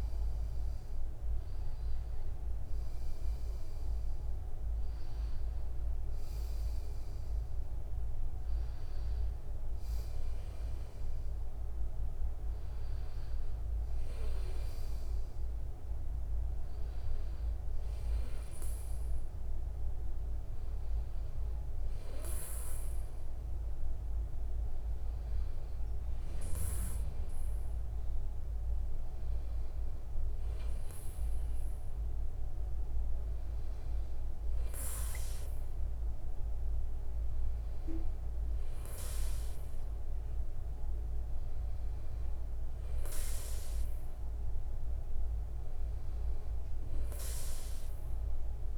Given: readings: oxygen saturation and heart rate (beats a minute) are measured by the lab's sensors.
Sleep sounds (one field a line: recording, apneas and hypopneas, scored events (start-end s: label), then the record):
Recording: breathing in sleep, hard to hear, by a room microphone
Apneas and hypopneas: none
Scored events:
none scored
From the record:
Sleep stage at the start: N2 (light sleep)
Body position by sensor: on the back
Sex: male